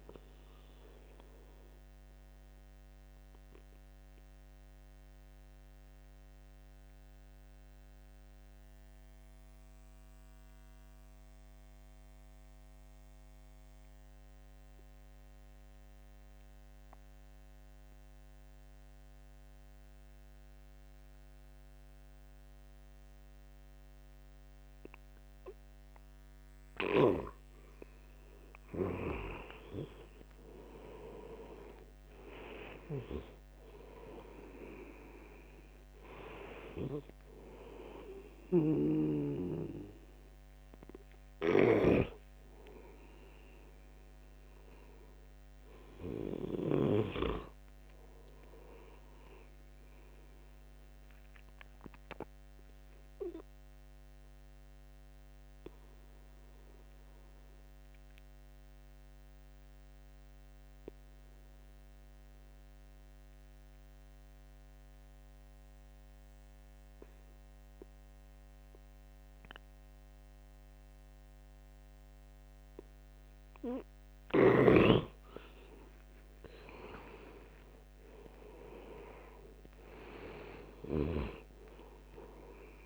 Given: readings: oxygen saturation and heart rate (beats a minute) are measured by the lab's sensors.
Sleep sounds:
breathing in sleep by a microphone on the trachea; 2
0.00-12.50 s: oxygen desaturation (device-marked, oxygen 89% lowest, heart rate 68 extreme)
4.00-27.50 s: obstructive apnea (oxygen 98% before, 88% lowest, heart rate 77 before, 68 extreme, up 13 after)
25.50-53.50 s: oxygen desaturation (device-marked, oxygen 99% before, 88% lowest, heart rate 71 before, 72 extreme)
30.00-34.00 s: arousal
52.00-72.50 s: obstructive apnea (oxygen 97% before, 88% lowest, heart rate 81 before, 69 extreme, up 6 after)
71.50-82.86 s: oxygen desaturation (device-marked, oxygen 99% before, 88% lowest, heart rate 78 before, 67 extreme)
74.50-78.00 s: arousal
From the record:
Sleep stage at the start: N2 (light sleep); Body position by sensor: on the right side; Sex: male

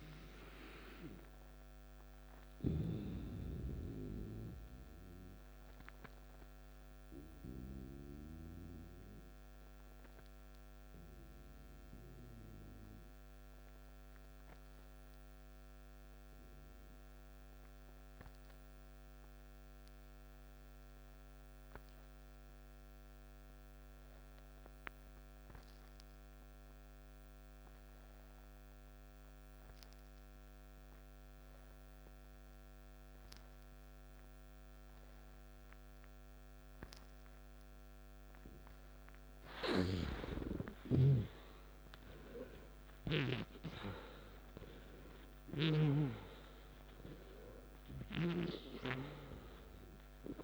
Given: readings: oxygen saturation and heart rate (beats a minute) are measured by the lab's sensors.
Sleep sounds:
breathing in sleep by a microphone on the trachea; 1
0.00-14.00 s: oxygen desaturation (device-marked, oxygen 85% lowest, heart rate 56 extreme)
9.50-38.50 s: obstructive apnea (oxygen 91% before, 85% lowest, heart rate 63 before, 56 extreme, up 13 after)
31.00-50.44 s: oxygen desaturation (device-marked, oxygen 98% before, 87% lowest, heart rate 57 before, 52 extreme)
40.50-45.50 s: arousal
From the record:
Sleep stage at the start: N2 (light sleep); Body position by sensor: on the back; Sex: male

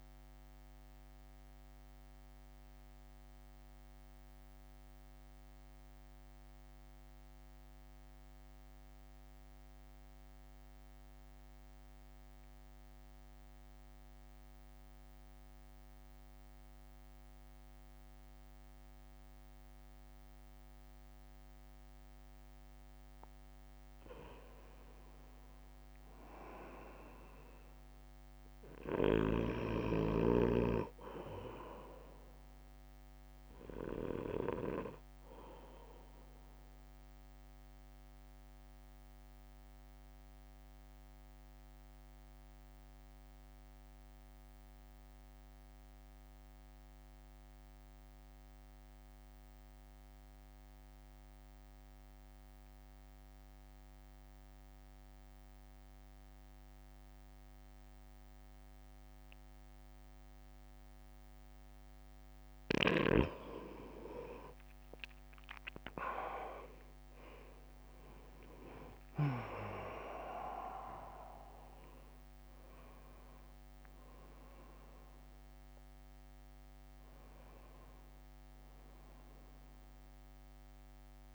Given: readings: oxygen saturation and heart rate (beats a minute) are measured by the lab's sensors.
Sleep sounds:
breathing in sleep by a microphone on the trachea; 2
0.00-14.00 s: oxygen desaturation (device-marked, oxygen 88% lowest, heart rate 54 extreme)
1.00-23.00 s: central apnea (oxygen 96% before, 86% lowest, heart rate 61 before, 57 extreme, up 5 after)
25.50-28.50 s: arousal
27.00-47.00 s: oxygen desaturation (device-marked, oxygen 98% before, 91% lowest, heart rate 64 before, 58 extreme)
36.50-62.00 s: mixed apnea (oxygen 98% before, 86% lowest, heart rate 66 before, 58 extreme, up 3 after)
58.00-80.00 s: oxygen desaturation (device-marked, oxygen 96% before, 86% lowest, heart rate 61 before, 56 extreme)
62.50-69.00 s: snoring (device-marked)
67.00-71.50 s: arousal
73.00-81.35 s: drop in pulse transit time (device-marked, heart rate 62 before, 58 extreme)
From the record:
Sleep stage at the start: N2 (light sleep); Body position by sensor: on the right side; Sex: male

